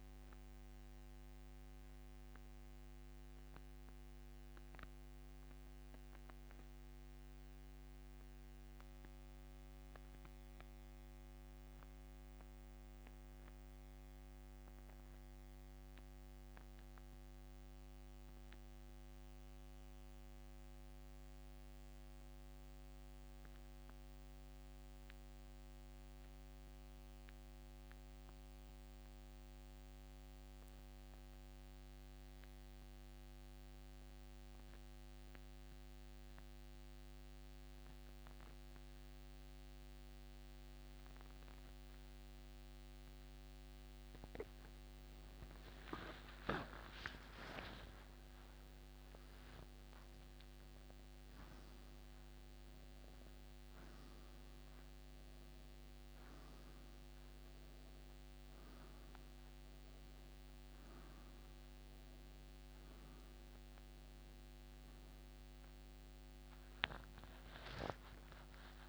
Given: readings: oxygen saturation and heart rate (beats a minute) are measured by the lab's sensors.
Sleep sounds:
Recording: breathing in sleep, hard to hear, by a microphone on the trachea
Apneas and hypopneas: 1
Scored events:
0.00-14.50 s: oxygen desaturation (device-marked, oxygen 92% lowest, heart rate 58 extreme)
3.50-43.50 s: mixed apnea (oxygen 98% before, 82% lowest, heart rate 86 before, 58 extreme, up 17 after)
19.50-33.50 s: oxygen desaturation (device-marked, oxygen 93% before, 87% lowest, heart rate 71 before, 69 extreme)
47.00-51.00 s: arousal
48.50-68.89 s: oxygen desaturation (device-marked, oxygen 97% before, 91% lowest, heart rate 82 before, 69 extreme)
60.50-68.89 s: new sleep stage, N1 (lightest sleep)
From the record:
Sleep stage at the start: N2 (light sleep)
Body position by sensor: on the back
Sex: male

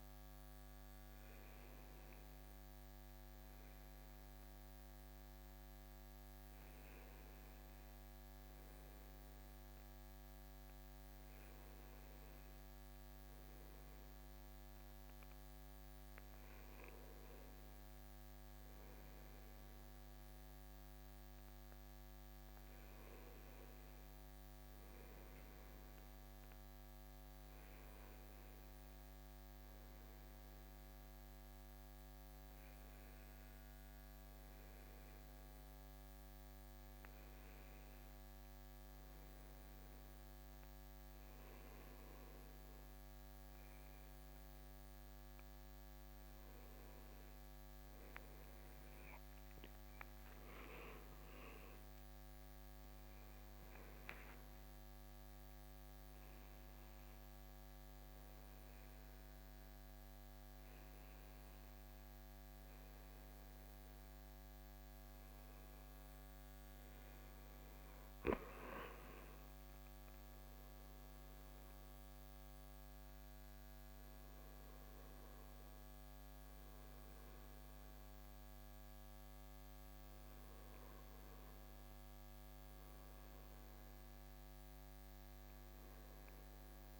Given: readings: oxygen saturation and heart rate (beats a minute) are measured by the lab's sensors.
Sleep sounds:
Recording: breathing in sleep, hard to hear, by a microphone on the trachea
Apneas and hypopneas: none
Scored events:
none scored
From the record:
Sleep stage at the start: N2 (light sleep)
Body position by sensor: on the right side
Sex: male

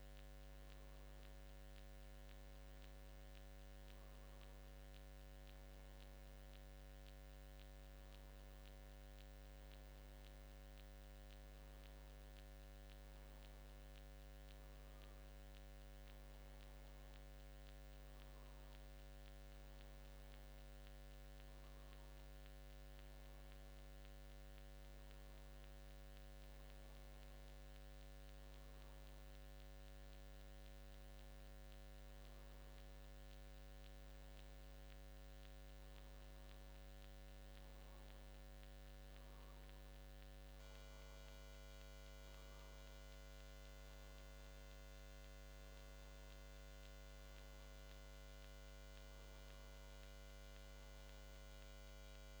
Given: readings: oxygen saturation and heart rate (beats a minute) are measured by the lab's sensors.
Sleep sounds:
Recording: breathing in sleep, hard to hear, by a microphone on the trachea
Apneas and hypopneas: none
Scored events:
none scored
From the record:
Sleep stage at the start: N2 (light sleep)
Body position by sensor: on the back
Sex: male

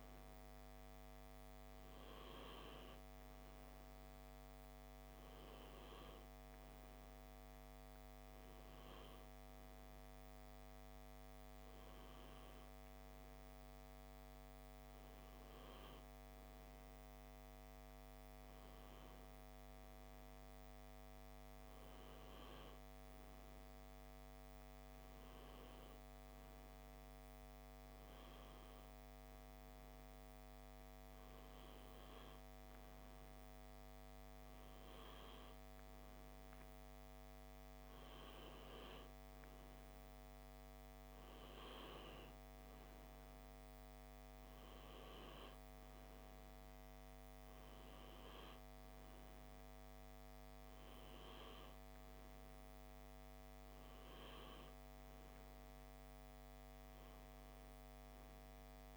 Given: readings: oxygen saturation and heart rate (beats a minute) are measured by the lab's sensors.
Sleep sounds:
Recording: breathing in sleep, hard to hear, by a microphone on the trachea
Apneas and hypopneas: none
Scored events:
none scored
From the record:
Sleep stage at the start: N2 (light sleep)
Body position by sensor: on the left side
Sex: male

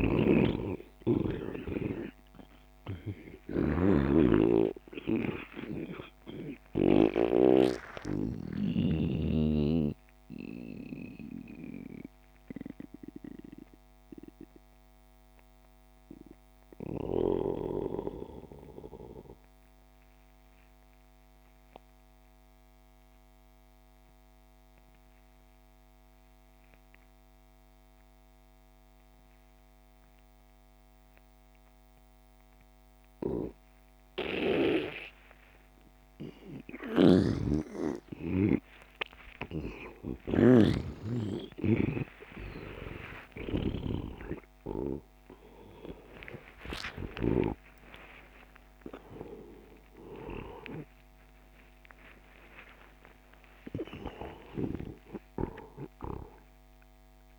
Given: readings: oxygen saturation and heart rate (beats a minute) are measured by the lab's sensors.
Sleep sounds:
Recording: breathing in sleep by a microphone on the trachea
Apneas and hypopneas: 1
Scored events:
0.00-7.50 s: snoring (device-marked)
0.00-16.50 s: oxygen desaturation (device-marked, oxygen 84% lowest)
8.00-37.50 s: mixed apnea (oxygen 99% before, 84% lowest)
32.50-57.39 s: oxygen desaturation (device-marked, oxygen 99% before, 84% lowest)
37.00-48.00 s: snoring (device-marked)
38.50-43.50 s: arousal
From the record:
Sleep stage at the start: N2 (light sleep)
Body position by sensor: on the back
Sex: male

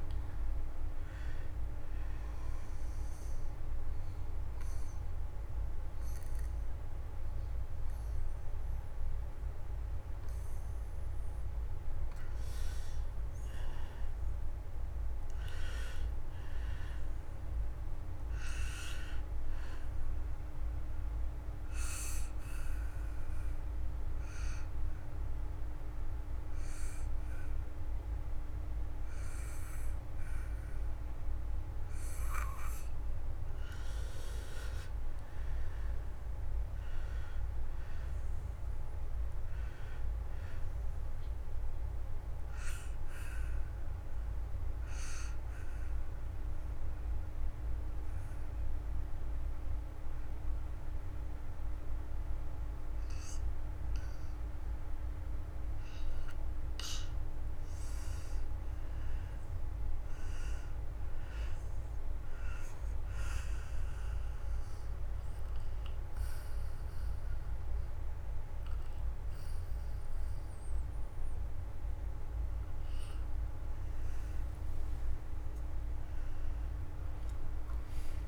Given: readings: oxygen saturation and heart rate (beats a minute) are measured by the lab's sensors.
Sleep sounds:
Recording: breathing in sleep, hard to hear, by a room microphone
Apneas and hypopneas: 4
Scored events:
0.00-9.00 s: oxygen desaturation (device-marked, oxygen 91% lowest, heart rate 45 extreme)
1.50-11.50 s: obstructive apnea (oxygen 97% before, 87% lowest, heart rate 156 before, 45 extreme, up 27 after)
14.00-17.00 s: arousal
19.00-29.00 s: oxygen desaturation (device-marked, oxygen 97% before, 87% lowest, heart rate 82 before, 52 extreme)
20.50-33.00 s: obstructive apnea (oxygen 97% before, 87% lowest, heart rate 79 before, 52 extreme, up 5 after)
35.50-39.00 s: arousal
38.00-57.00 s: oxygen desaturation (device-marked, oxygen 95% before, 87% lowest, heart rate 80 before, 28 extreme)
43.00-55.50 s: obstructive apnea (oxygen 96% before, 86% lowest, heart rate 78 before, 28 extreme, up 41 after)
57.50-60.50 s: arousal
62.00-77.00 s: oxygen desaturation (device-marked, oxygen 97% before, 87% lowest)
63.00-73.50 s: obstructive apnea (oxygen 97% before, 86% lowest, heart rate 98 before, 28 extreme, up 35 after)
From the record:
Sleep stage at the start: N2 (light sleep)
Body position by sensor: on the back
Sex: male

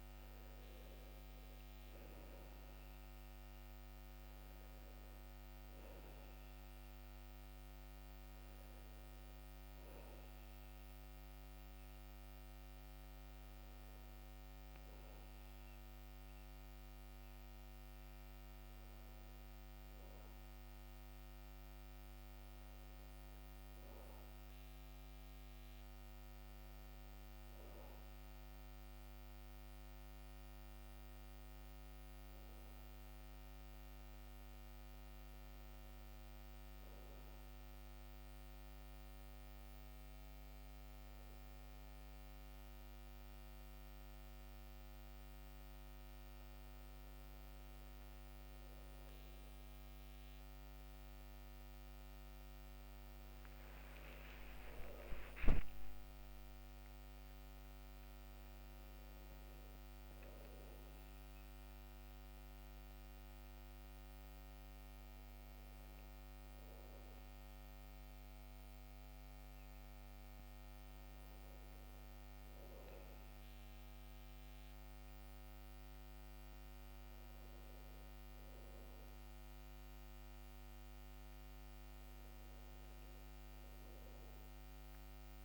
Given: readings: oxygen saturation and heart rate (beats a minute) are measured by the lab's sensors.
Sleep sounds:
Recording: breathing in sleep, hard to hear, by a microphone on the trachea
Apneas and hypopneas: none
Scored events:
33.00-85.45 s: new sleep stage, N1 (lightest sleep)
54.00-58.50 s: arousal
From the record:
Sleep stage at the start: N2 (light sleep)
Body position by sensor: on the back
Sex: male

